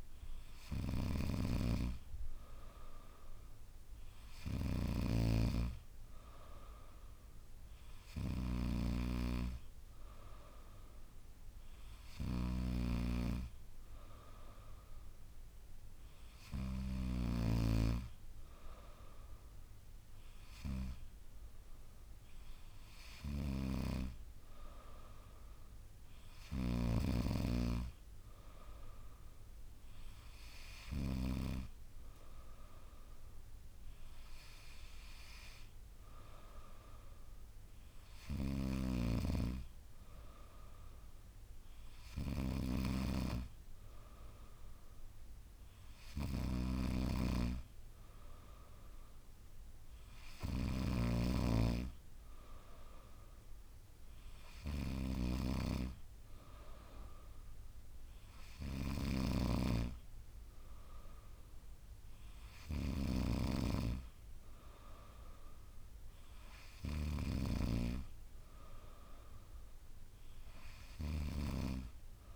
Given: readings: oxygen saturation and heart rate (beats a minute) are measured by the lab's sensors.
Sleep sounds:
breathing in sleep by a room microphone; none
8.50-17.50 s: snoring (device-marked)
46.50-51.00 s: snoring (device-marked)
From the record:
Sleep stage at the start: N3 (deep sleep); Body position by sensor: on the back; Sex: female

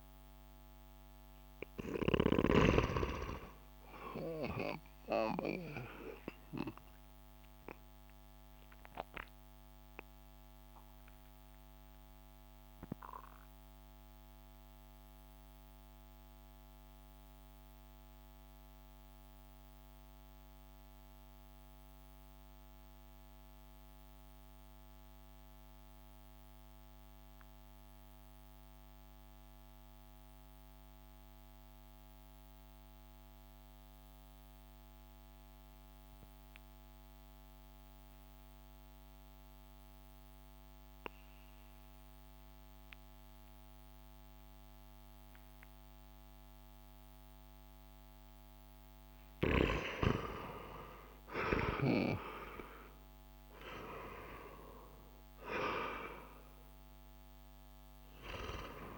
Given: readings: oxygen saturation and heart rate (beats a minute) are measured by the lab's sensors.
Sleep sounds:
breathing in sleep by a microphone on the trachea; 1
0.00-12.50 s: oxygen desaturation (device-marked, oxygen 89% lowest)
9.00-48.50 s: mixed apnea (oxygen 95% before, 87% lowest)
36.50-58.98 s: oxygen desaturation (device-marked, oxygen 98% before, 87% lowest)
50.50-54.50 s: arousal
From the record:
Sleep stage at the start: N2 (light sleep); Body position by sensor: on the back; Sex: male

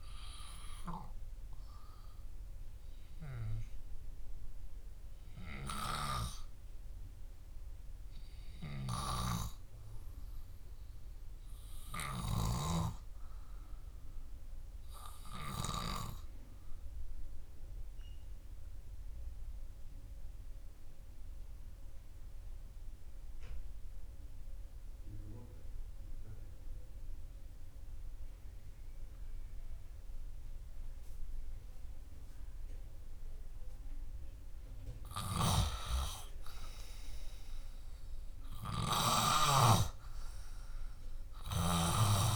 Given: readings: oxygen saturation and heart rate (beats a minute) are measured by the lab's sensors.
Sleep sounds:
breathing in sleep by a room microphone; 1
0.00-1.00 s: arousal
20.50-35.50 s: obstructive apnea (oxygen 99% before, 92% lowest, heart rate 72 before, 60 extreme, up 8 after)
39.00-42.00 s: arousal
From the record:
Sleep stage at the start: N2 (light sleep); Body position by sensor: on the back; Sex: male

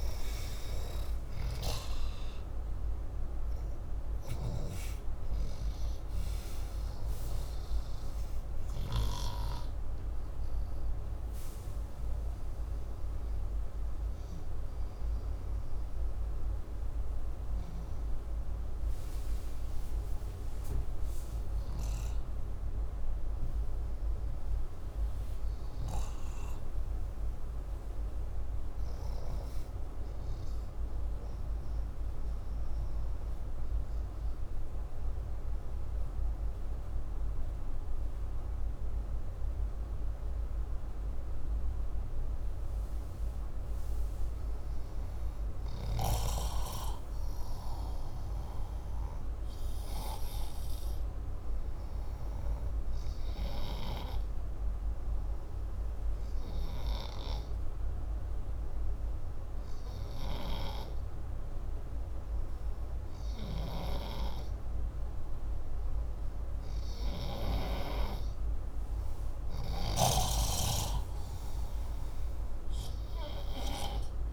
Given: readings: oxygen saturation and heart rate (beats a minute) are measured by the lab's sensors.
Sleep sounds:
breathing in sleep by a room microphone; 2
20.00-26.00 s: oxygen desaturation (device-marked, oxygen 94% before, 91% lowest, heart rate 68 before, 65 extreme)
25.50-30.50 s: arousal
33.00-44.00 s: obstructive apnea (oxygen 97% before, 91% lowest, heart rate 69 before, 61 extreme, up 5 after)
44.00-46.50 s: arousal
52.50-62.50 s: obstructive apnea (oxygen 97% before, 90% lowest, heart rate 68 before, 61 extreme, up 2 after)
57.00-74.00 s: oxygen desaturation (device-marked, oxygen 96% before, 92% lowest, heart rate 66 before, 61 extreme)
66.00-69.00 s: arousal
From the record:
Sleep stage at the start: N2 (light sleep); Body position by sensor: upright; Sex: male

